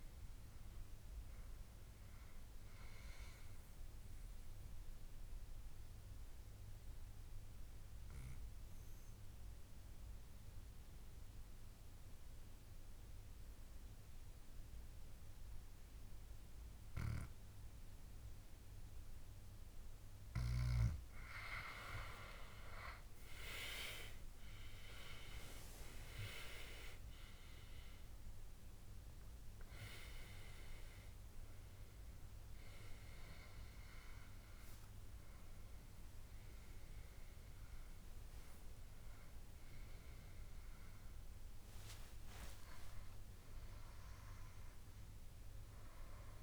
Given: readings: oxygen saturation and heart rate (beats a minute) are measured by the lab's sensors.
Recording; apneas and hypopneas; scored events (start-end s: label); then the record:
breathing in sleep by a room microphone; 1
0.00-2.00 s: arousal
5.00-20.00 s: obstructive apnea (oxygen 98% before, 91% lowest, heart rate 74 before, 66 extreme, up 12 after)
18.00-46.00 s: oxygen desaturation (device-marked, oxygen 97% before, 91% lowest, heart rate 70 before, 64 extreme)
26.00-29.50 s: arousal
41.50-45.00 s: arousal
From the record:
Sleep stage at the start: N2 (light sleep); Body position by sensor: on the back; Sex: male